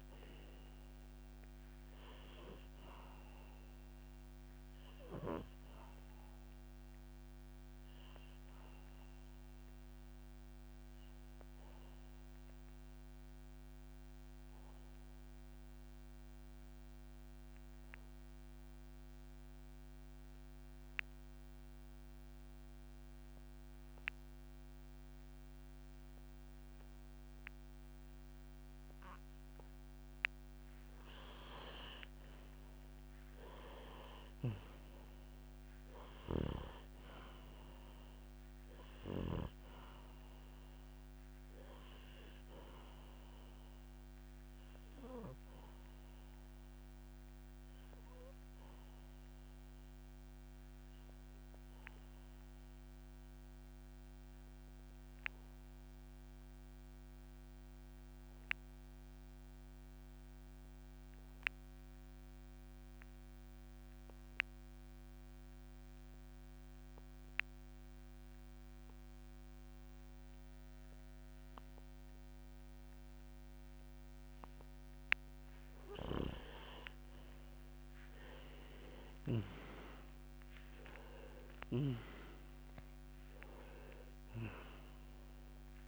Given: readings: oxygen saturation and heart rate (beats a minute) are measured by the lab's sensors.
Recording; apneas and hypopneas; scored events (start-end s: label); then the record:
breathing in sleep by a microphone on the trachea; 2
0.00-19.50 s: oxygen desaturation (device-marked, oxygen 91% lowest, heart rate 29 extreme)
5.00-27.50 s: obstructive apnea (oxygen 97% before, 90% lowest, heart rate 67 before, 29 extreme, up 3 after)
31.00-36.00 s: arousal
33.50-58.50 s: oxygen desaturation (device-marked, oxygen 97% before, 90% lowest, heart rate 64 before, 29 extreme)
45.00-73.50 s: obstructive apnea (oxygen 97% before, 89% lowest)
78.50-84.00 s: arousal
84.50-85.88 s: oxygen desaturation (device-marked, oxygen 95% before, 89% lowest)
From the record:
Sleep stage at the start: REM sleep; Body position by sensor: on the back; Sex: male